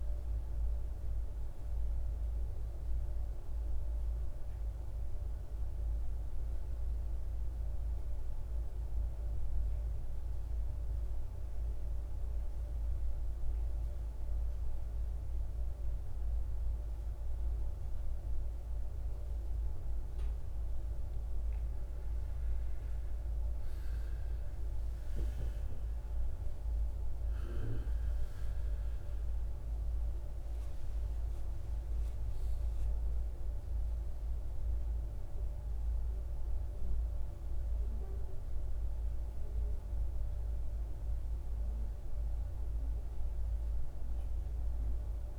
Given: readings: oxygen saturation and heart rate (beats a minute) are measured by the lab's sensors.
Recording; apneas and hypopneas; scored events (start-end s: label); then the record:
breathing in sleep, hard to hear, by a room microphone; 1
6.00-21.50 s: central apnea (oxygen 97% before, 90% lowest, heart rate 64 before, 57 extreme, up 10 after)
19.00-45.00 s: oxygen desaturation (device-marked, oxygen 97% before, 90% lowest, heart rate 59 before, 55 extreme)
23.50-28.50 s: arousal
From the record:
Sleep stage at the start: N2 (light sleep); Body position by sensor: on the right side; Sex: male